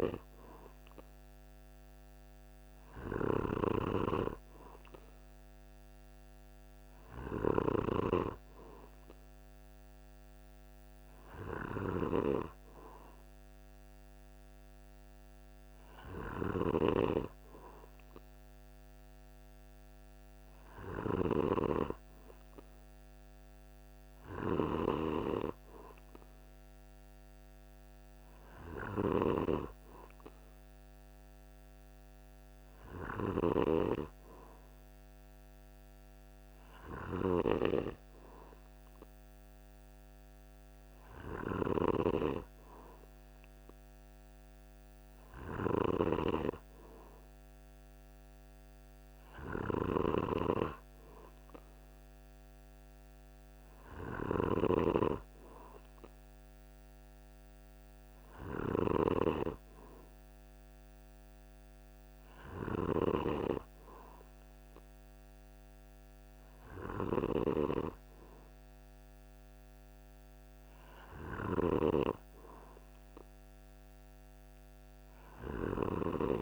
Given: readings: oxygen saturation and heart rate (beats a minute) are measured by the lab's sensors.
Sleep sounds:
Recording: breathing in sleep by a microphone on the trachea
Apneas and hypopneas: none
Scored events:
0.00-24.00 s: snoring (device-marked)
40.50-71.00 s: snoring (device-marked)
From the record:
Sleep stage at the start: N2 (light sleep)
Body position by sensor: on the back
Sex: male

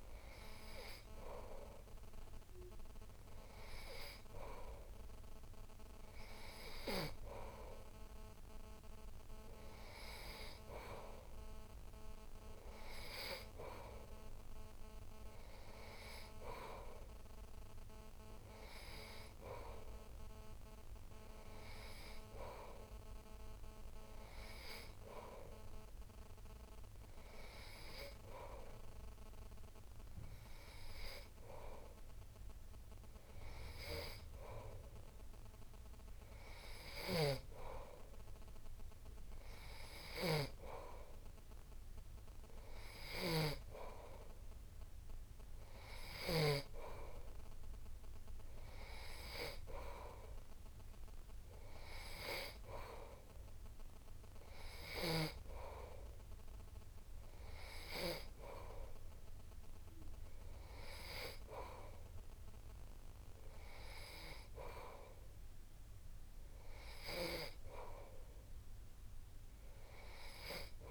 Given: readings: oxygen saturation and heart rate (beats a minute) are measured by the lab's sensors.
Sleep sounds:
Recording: breathing in sleep by a room microphone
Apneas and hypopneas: none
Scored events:
37.00-46.50 s: snoring (device-marked)
From the record:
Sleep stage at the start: N3 (deep sleep)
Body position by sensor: on the back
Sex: male

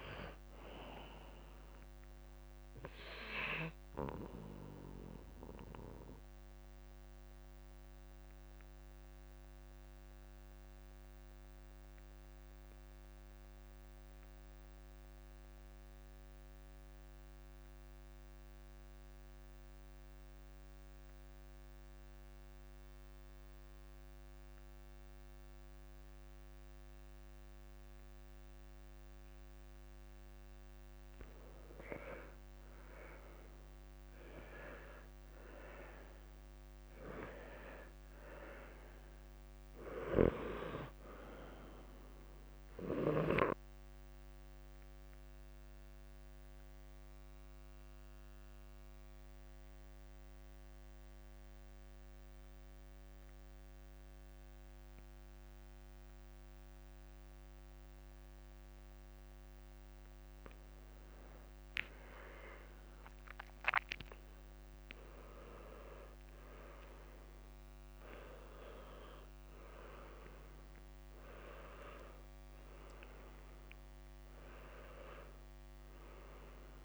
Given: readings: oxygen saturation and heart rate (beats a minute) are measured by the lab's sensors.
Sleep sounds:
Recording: breathing in sleep by a microphone on the trachea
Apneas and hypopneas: 2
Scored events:
0.00-23.00 s: oxygen desaturation (device-marked, oxygen 81% lowest, heart rate 46 extreme)
8.00-32.00 s: mixed apnea (oxygen 91% before, 81% lowest, heart rate 57 before, 46 extreme, up 11 after)
28.00-30.00 s: long interval between heartbeats (device-marked, heart rate 53 before, 59 extreme)
34.00-36.00 s: long interval between heartbeats (device-marked, heart rate 55 before, 56 extreme)
34.00-37.00 s: arousal
36.00-65.00 s: oxygen desaturation (device-marked, oxygen 98% before, 89% lowest, heart rate 56 before, 36 extreme)
44.00-60.50 s: obstructive apnea (oxygen 98% before, 89% lowest, heart rate 55 before, 36 extreme, up 39 after)
56.50-58.50 s: long interval between heartbeats (device-marked, heart rate 52 before, 59 extreme)
59.00-61.00 s: long interval between heartbeats (device-marked, heart rate 54 before, 71 extreme)
62.00-64.00 s: long interval between heartbeats (device-marked, heart rate 59 before, 85 extreme)
62.00-65.50 s: arousal
65.00-67.00 s: long interval between heartbeats (device-marked, heart rate 63 before, 77 extreme)
71.50-73.50 s: long interval between heartbeats (device-marked, heart rate 69 before, 55 extreme)
From the record:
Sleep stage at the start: N2 (light sleep)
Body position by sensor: on the left side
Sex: male

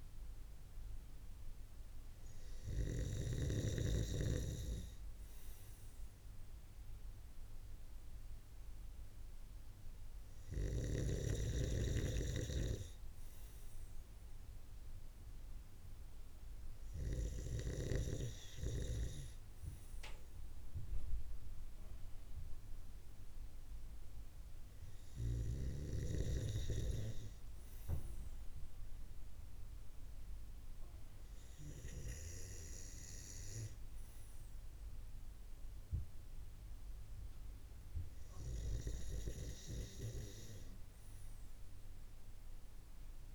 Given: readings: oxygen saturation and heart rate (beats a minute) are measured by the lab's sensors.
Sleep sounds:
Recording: breathing in sleep by a room microphone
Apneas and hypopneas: none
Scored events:
none scored
From the record:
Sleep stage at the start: N2 (light sleep)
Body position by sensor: on the right side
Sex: male

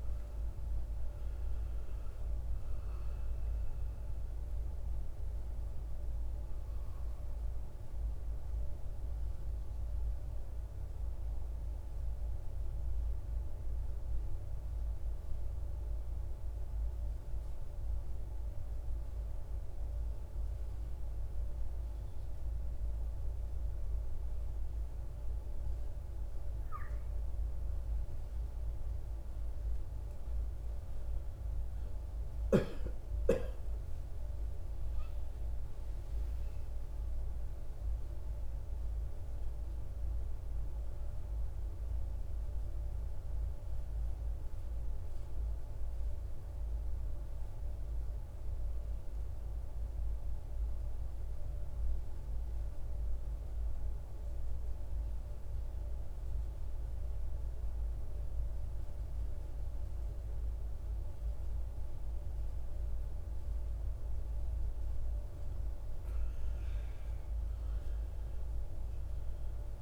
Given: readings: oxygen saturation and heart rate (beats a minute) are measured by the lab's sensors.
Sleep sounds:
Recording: breathing in sleep, hard to hear, by a room microphone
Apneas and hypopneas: 1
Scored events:
0.00-20.50 s: oxygen desaturation (device-marked, oxygen 93% lowest, heart rate 55 extreme)
33.00-37.50 s: arousal
45.00-64.50 s: obstructive apnea (oxygen 97% before, 87% lowest, heart rate 68 before, 52 extreme, up 16 after)
65.50-69.82 s: oxygen desaturation (device-marked, oxygen 97% before, 91% lowest, heart rate 55 before, 56 extreme)
66.00-69.50 s: arousal
From the record:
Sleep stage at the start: N2 (light sleep)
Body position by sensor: on the right side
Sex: male

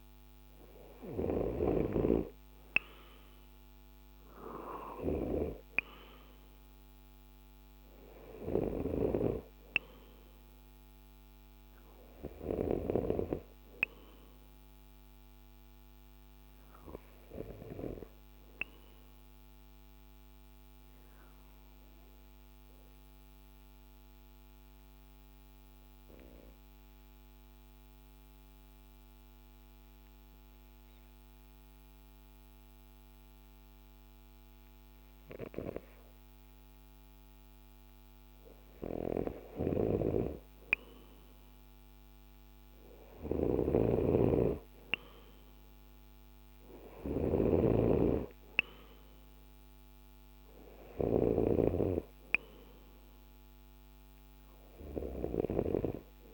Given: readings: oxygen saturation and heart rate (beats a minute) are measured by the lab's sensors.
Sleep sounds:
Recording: breathing in sleep by a microphone on the trachea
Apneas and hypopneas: 1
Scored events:
0.00-1.00 s: arousal
20.00-32.00 s: oxygen desaturation (device-marked, oxygen 96% before, 91% lowest, heart rate 51 before, 49 extreme)
22.00-39.00 s: obstructive apnea (oxygen 97% before, 91% lowest, heart rate 51 before, 49 extreme, up 2 after)
39.00-51.00 s: snoring (device-marked)
41.50-45.50 s: arousal
From the record:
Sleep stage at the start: N2 (light sleep)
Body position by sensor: on the left side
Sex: male

